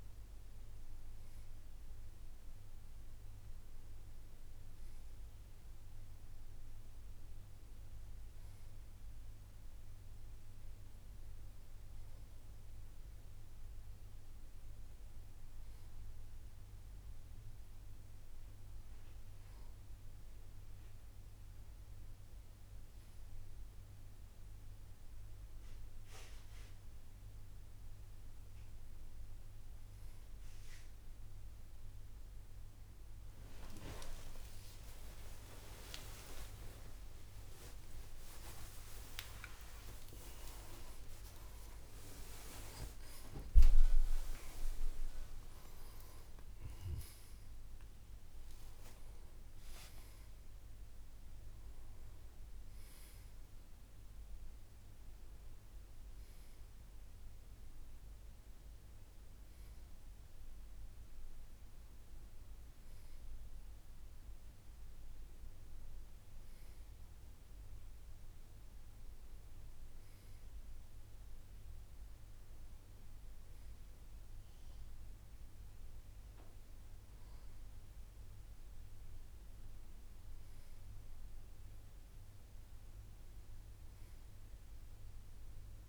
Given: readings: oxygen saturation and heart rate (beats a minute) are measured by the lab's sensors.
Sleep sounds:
a person partly awake in a sleep study, by a room microphone; none
26.50-56.50 s: new sleep stage, awake
56.50-85.89 s: new sleep stage, N1 (lightest sleep)
From the record:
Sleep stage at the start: N2 (light sleep); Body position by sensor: on the right side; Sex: male

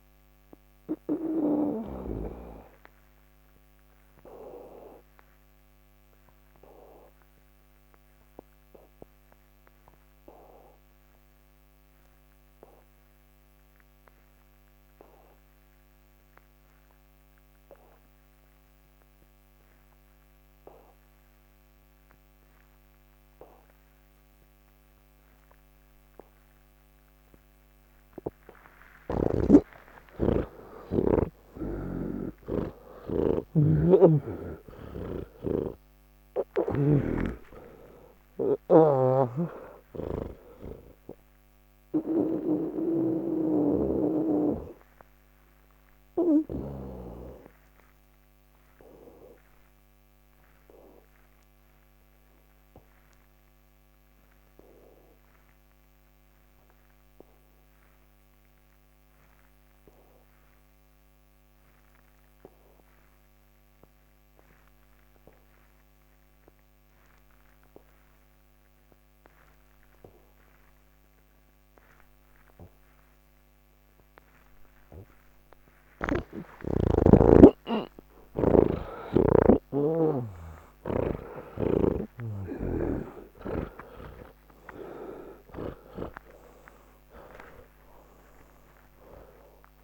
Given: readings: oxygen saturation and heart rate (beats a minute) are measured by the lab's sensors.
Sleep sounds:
breathing in sleep by a microphone on the trachea; 2
0.00-2.00 s: snoring (device-marked)
0.00-17.00 s: oxygen desaturation (device-marked, oxygen 82% lowest)
3.00-27.50 s: obstructive apnea (oxygen 98% before, 82% lowest)
25.00-58.00 s: oxygen desaturation (device-marked, oxygen 98% before, 83% lowest)
39.00-47.00 s: snoring (device-marked)
42.00-74.50 s: obstructive apnea (oxygen 98% before, 80% lowest, heart rate 65 before, 151 extreme, up 15 after)
75.00-89.84 s: oxygen desaturation (device-marked, oxygen 96% before, 80% lowest)
From the record:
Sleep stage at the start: N1 (lightest sleep); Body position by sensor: on the back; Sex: male

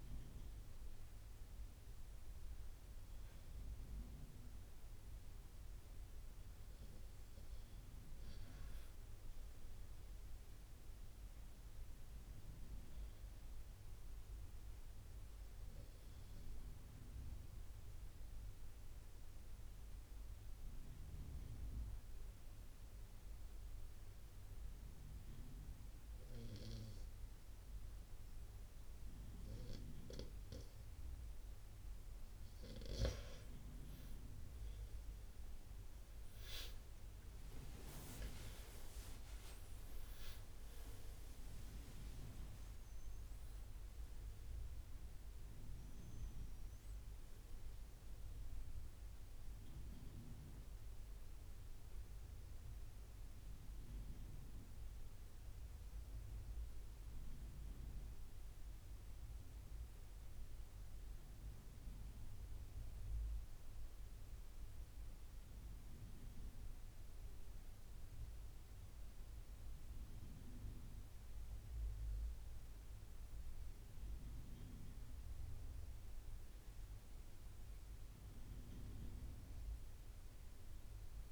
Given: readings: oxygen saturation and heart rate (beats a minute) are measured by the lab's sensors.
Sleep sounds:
breathing in sleep by a room microphone; 1
15.00-32.50 s: obstructive apnea (oxygen 97% before, 90% lowest, heart rate 77 before, 70 extreme, up 13 after)
35.50-40.50 s: arousal
37.00-66.00 s: oxygen desaturation (device-marked, oxygen 96% before, 90% lowest, heart rate 77 before, 69 extreme)
79.00-81.32 s: oxygen desaturation (device-marked, oxygen 98% before, 94% lowest, heart rate 76 before, 75 extreme)
From the record:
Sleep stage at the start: N2 (light sleep); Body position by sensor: on the right side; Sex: male

